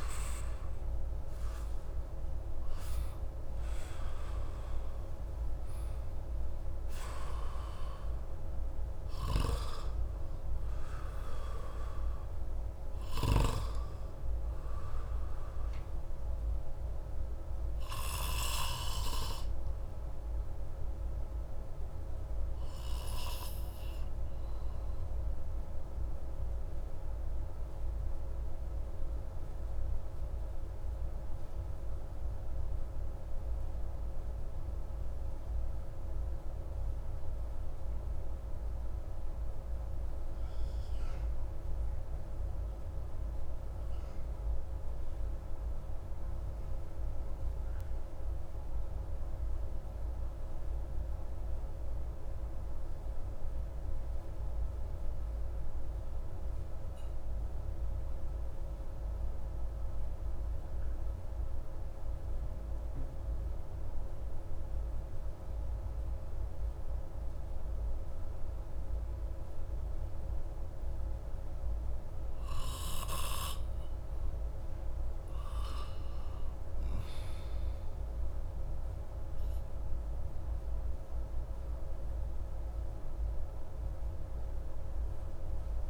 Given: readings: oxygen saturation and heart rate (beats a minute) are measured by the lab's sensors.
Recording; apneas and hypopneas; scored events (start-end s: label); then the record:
breathing in sleep by a room microphone; 1
0.00-1.00 s: arousal
0.00-15.50 s: oxygen desaturation (device-marked, oxygen 90% lowest)
21.50-73.00 s: obstructive apnea (oxygen 94% before, 89% lowest)
62.50-85.50 s: oxygen desaturation (device-marked, oxygen 98% before, 93% lowest)
75.50-80.50 s: arousal
From the record:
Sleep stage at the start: N2 (light sleep); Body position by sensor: on the back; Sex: male